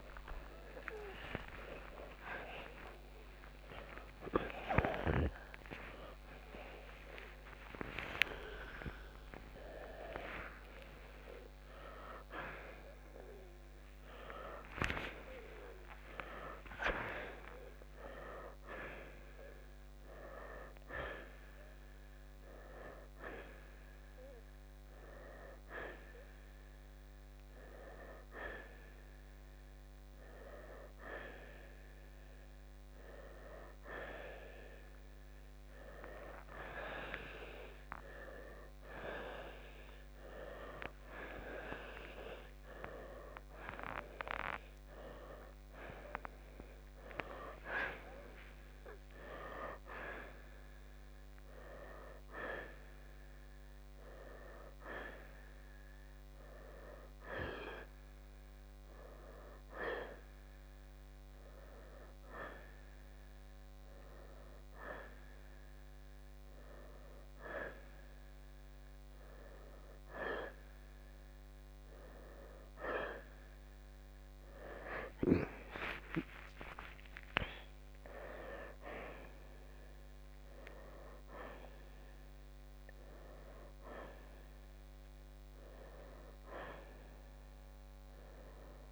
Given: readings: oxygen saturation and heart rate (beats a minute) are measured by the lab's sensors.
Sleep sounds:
a person partly awake in a sleep study, by a microphone on the trachea; none
12.00-88.92 s: new sleep stage, N1 (lightest sleep)
26.00-37.00 s: oxygen desaturation (device-marked, oxygen 92% before, 89% lowest, heart rate 98 before, 64 extreme)
38.00-42.00 s: arousal
43.00-63.00 s: oxygen desaturation (device-marked, oxygen 94% before, 90% lowest, heart rate 80 before, 64 extreme)
48.00-52.00 s: arousal
75.00-79.00 s: arousal
From the record:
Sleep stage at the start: awake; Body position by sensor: on the right side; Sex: male

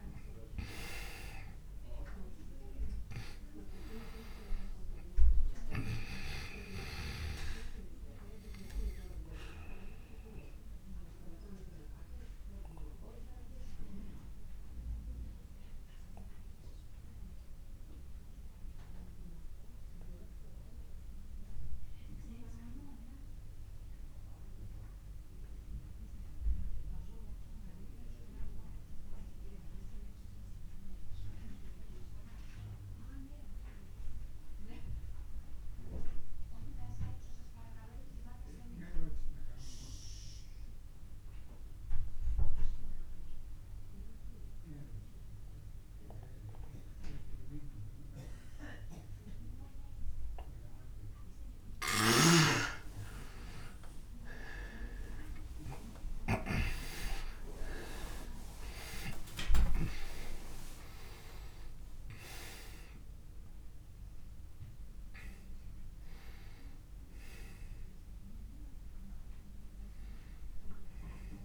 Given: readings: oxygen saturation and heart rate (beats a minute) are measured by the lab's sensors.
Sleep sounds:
breathing in sleep by a room microphone; 1
0.00-24.50 s: oxygen desaturation (device-marked, oxygen 83% lowest)
8.00-50.00 s: obstructive apnea (oxygen 99% before, 83% lowest)
46.50-71.44 s: oxygen desaturation (device-marked, oxygen 98% before, 83% lowest)
54.00-58.50 s: arousal
From the record:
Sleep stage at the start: N2 (light sleep); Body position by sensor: on the back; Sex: male

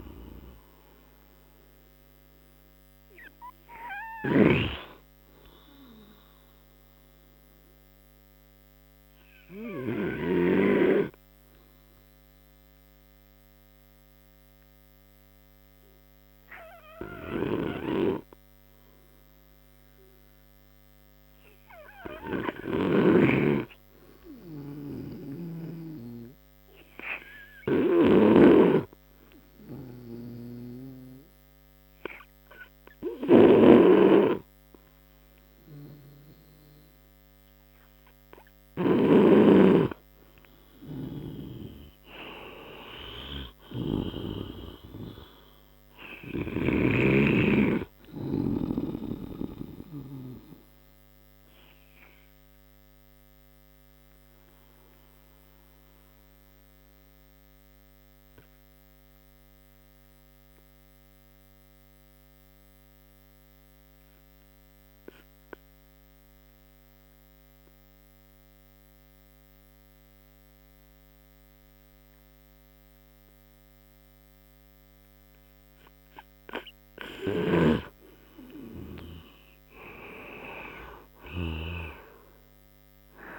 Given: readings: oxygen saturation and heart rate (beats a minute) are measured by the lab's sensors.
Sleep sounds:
breathing in sleep by a microphone on the trachea; 2
0.00-12.00 s: oxygen desaturation (device-marked, oxygen 91% lowest)
6.50-39.00 s: obstructive apnea (oxygen 98% before, 88% lowest)
32.00-56.00 s: oxygen desaturation (device-marked, oxygen 98% before, 92% lowest)
43.00-45.50 s: arousal
50.00-78.00 s: obstructive apnea (oxygen 98% before, 85% lowest)
58.00-66.00 s: oxygen desaturation (device-marked, oxygen 94% before, 91% lowest)
78.00-83.39 s: oxygen desaturation (device-marked, oxygen 98% before, 92% lowest)
80.50-83.00 s: arousal
From the record:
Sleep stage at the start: N2 (light sleep); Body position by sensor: on the right side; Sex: male

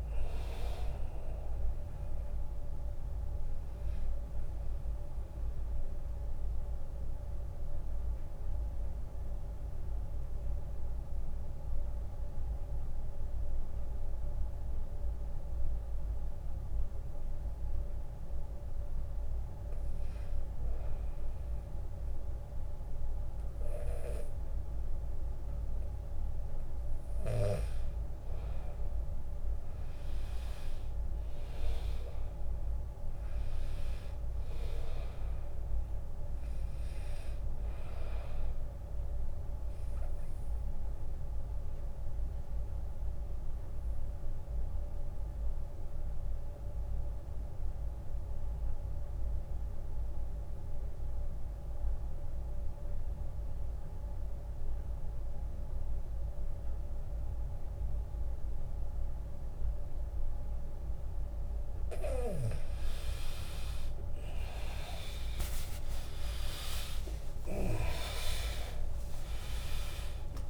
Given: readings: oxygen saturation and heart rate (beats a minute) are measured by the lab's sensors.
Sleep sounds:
breathing in sleep by a room microphone; 2
0.00-1.50 s: drop in pulse transit time (device-marked, heart rate 80 extreme)
0.00-14.50 s: oxygen desaturation (device-marked, oxygen 88% lowest, heart rate 65 extreme)
4.50-18.00 s: central apnea (oxygen 98% before, 88% lowest, heart rate 85 before, 65 extreme, up 14 after)
21.00-24.50 s: arousal
31.50-52.50 s: oxygen desaturation (device-marked, oxygen 100% before, 91% lowest, heart rate 74 before, 71 extreme)
40.50-61.50 s: obstructive apnea (oxygen 100% before, 85% lowest, heart rate 77 before, 71 extreme, up 17 after)
44.50-46.50 s: long interval between heartbeats (device-marked, heart rate 77 before, 75 extreme)
63.50-70.50 s: oxygen desaturation (device-marked, oxygen 99% before, 85% lowest, heart rate 79 before, 77 extreme)
64.00-70.00 s: arousal
66.50-70.50 s: drop in pulse transit time (device-marked, heart rate 80 before, 78 extreme)
67.50-69.50 s: long interval between heartbeats (device-marked, heart rate 81 before, 95 extreme)
From the record:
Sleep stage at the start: N2 (light sleep); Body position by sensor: on the back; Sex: male

